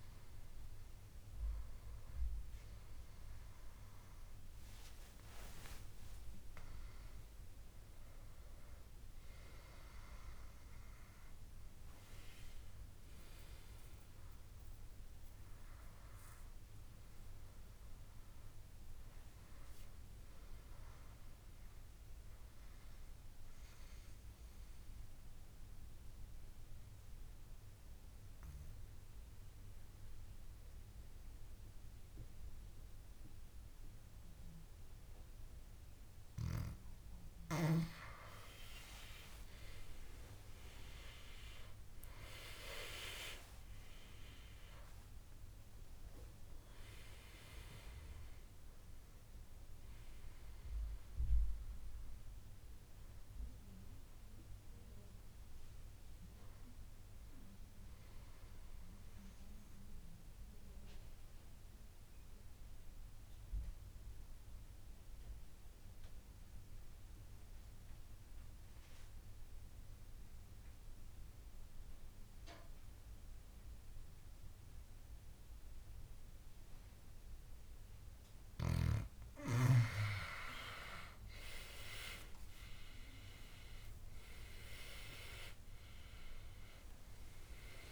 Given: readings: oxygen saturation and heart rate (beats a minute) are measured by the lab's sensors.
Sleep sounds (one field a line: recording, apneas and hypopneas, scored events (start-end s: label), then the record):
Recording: breathing in sleep by a room microphone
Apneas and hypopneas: 2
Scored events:
0.00-7.00 s: oxygen desaturation (device-marked, oxygen 91% lowest, heart rate 66 extreme)
6.50-11.00 s: arousal
24.00-37.00 s: obstructive apnea (oxygen 98% before, 91% lowest, heart rate 75 before, 66 extreme, up 13 after)
37.00-62.00 s: oxygen desaturation (device-marked, oxygen 97% before, 91% lowest, heart rate 69 before, 63 extreme)
40.00-44.50 s: arousal
60.50-79.50 s: obstructive apnea (oxygen 97% before, 91% lowest, heart rate 76 before, 63 extreme, up 17 after)
81.00-85.50 s: arousal
84.00-87.92 s: oxygen desaturation (device-marked, oxygen 98% before, 91% lowest, heart rate 66 before, 64 extreme)
From the record:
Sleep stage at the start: N2 (light sleep)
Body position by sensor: on the back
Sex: male